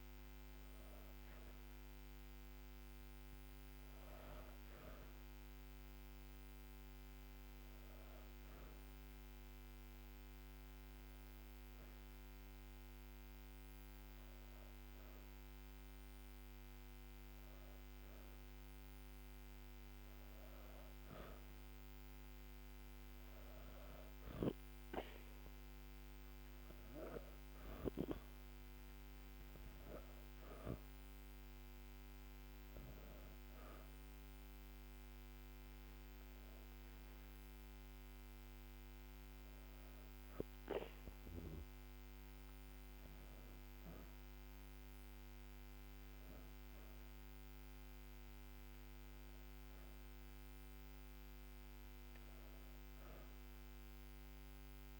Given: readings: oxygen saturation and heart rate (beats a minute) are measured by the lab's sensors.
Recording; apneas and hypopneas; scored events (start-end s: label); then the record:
breathing in sleep, hard to hear, by a microphone on the trachea; none
none scored
From the record:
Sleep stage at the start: N2 (light sleep); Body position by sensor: on the back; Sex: female